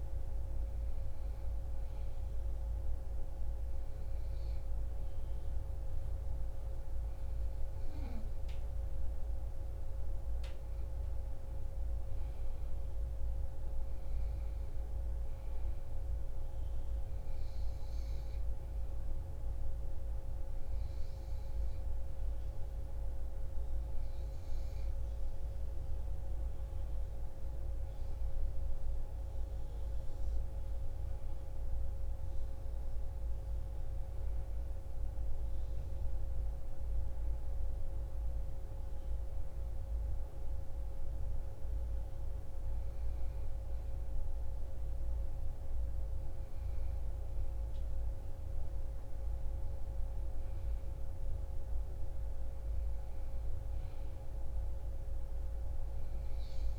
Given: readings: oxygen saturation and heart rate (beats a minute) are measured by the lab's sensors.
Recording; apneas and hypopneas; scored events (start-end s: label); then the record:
breathing in sleep, hard to hear, by a room microphone; 1
9.00-13.00 s: arousal
16.50-26.50 s: hypopnea (oxygen 95% before, 91% lowest)
22.00-35.00 s: oxygen desaturation (device-marked, oxygen 95% before, 91% lowest)
29.00-33.00 s: arousal
From the record:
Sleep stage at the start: N2 (light sleep); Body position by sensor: on the back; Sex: female